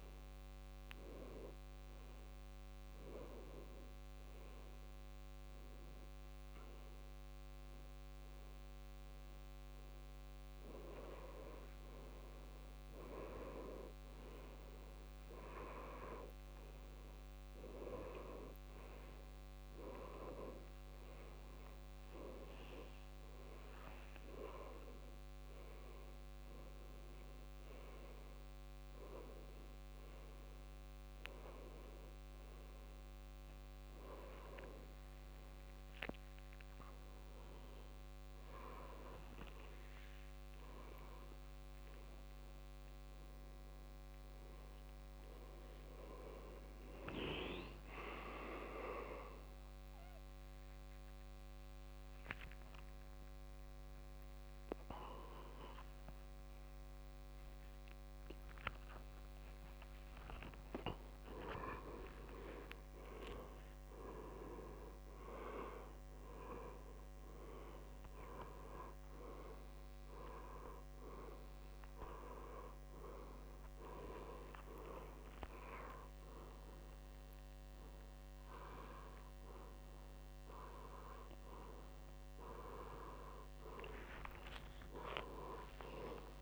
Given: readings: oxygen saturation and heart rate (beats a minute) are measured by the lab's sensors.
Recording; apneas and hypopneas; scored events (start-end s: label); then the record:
a person awake in a sleep study, by a microphone on the trachea; none
23.00-27.50 s: snoring (device-marked)
46.00-48.00 s: long interval between heartbeats (device-marked, heart rate 101 before, 106 extreme)
54.00-60.00 s: oxygen desaturation (device-marked, oxygen 95% before, 92% lowest, heart rate 103 before, 94 extreme)
67.50-69.50 s: long interval between heartbeats (device-marked, heart rate 102 before, 107 extreme)
73.00-79.00 s: oxygen desaturation (device-marked, oxygen 96% before, 89% lowest, heart rate 101 before, 91 extreme)
76.00-78.00 s: long interval between heartbeats (device-marked, heart rate 101 before, 104 extreme)
From the record:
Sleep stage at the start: awake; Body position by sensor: on the back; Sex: male